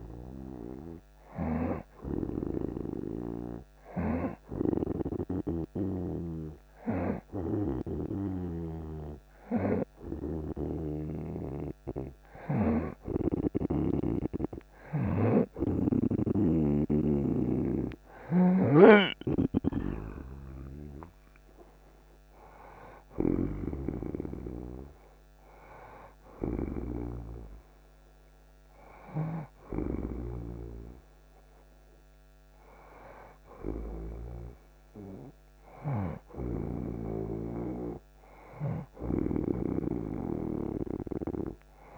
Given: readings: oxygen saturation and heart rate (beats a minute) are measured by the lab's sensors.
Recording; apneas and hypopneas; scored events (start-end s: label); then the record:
breathing in sleep by a microphone on the trachea; none
8.50-13.00 s: snoring (device-marked)
17.50-29.50 s: snoring (device-marked)
19.50-33.50 s: oxygen desaturation (device-marked, oxygen 90% before, 86% lowest)
39.00-41.98 s: snoring (device-marked)
From the record:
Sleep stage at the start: N1 (lightest sleep); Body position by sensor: on the right side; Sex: male